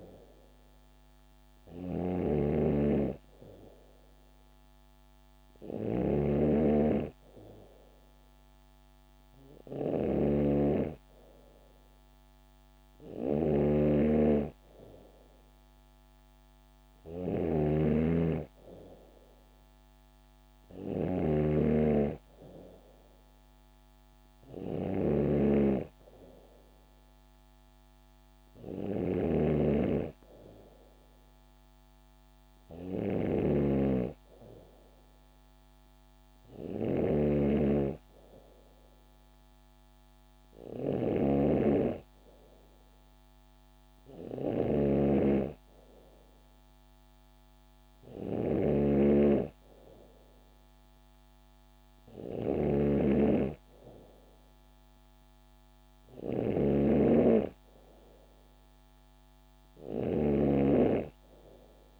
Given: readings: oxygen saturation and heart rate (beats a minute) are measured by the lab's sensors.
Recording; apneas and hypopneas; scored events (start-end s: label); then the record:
breathing in sleep by a microphone on the trachea; none
0.00-62.00 s: snoring (device-marked)
47.00-49.00 s: bradycardia (device-marked, heart rate 68 before, 68 extreme)
From the record:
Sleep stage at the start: N2 (light sleep); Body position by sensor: on the back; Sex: female